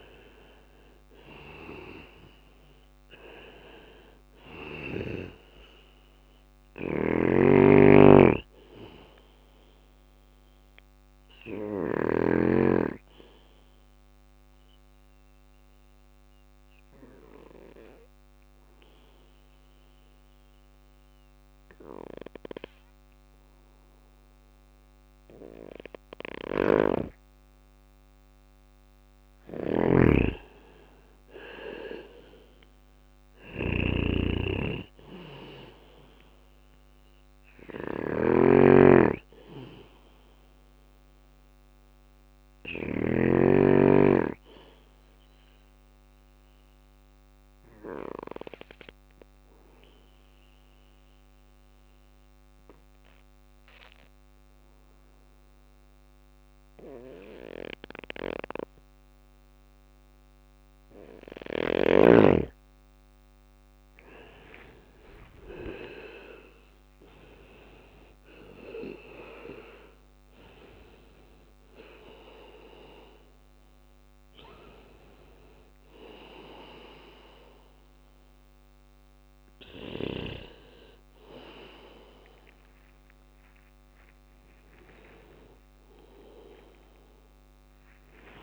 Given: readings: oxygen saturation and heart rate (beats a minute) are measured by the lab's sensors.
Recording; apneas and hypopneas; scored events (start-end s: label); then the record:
breathing in sleep by a microphone on the trachea; 2
0.00-9.50 s: drop in pulse transit time (device-marked, heart rate 61 extreme)
0.50-20.50 s: oxygen desaturation (device-marked, oxygen 98% before, 92% lowest, heart rate 61 before, 58 extreme)
6.00-11.00 s: snoring (device-marked)
10.50-16.50 s: bradycardia (device-marked, heart rate 61 before, 58 extreme)
10.50-26.50 s: obstructive apnea (oxygen 98% before, 92% lowest, heart rate 61 before, 57 extreme, up 4 after)
25.50-42.00 s: snoring (device-marked)
28.50-32.50 s: arousal
34.50-50.50 s: oxygen desaturation (device-marked, oxygen 98% before, 94% lowest, heart rate 61 before, 57 extreme)
37.50-52.50 s: bradycardia (device-marked, heart rate 61 before, 57 extreme)
46.50-60.50 s: obstructive apnea (oxygen 99% before, 92% lowest, heart rate 61 before, 59 extreme, up 5 after)
58.50-88.43 s: new sleep stage, N1 (lightest sleep)
62.00-65.00 s: arousal
64.50-76.50 s: drop in pulse transit time (device-marked, heart rate 59 before, 61 extreme)
65.50-88.43 s: oxygen desaturation (device-marked, oxygen 98% before, 92% lowest, heart rate 59 before, 58 extreme)
74.50-79.50 s: bradycardia (device-marked, heart rate 61 before, 59 extreme)
From the record:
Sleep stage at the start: N2 (light sleep); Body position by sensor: on the back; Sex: male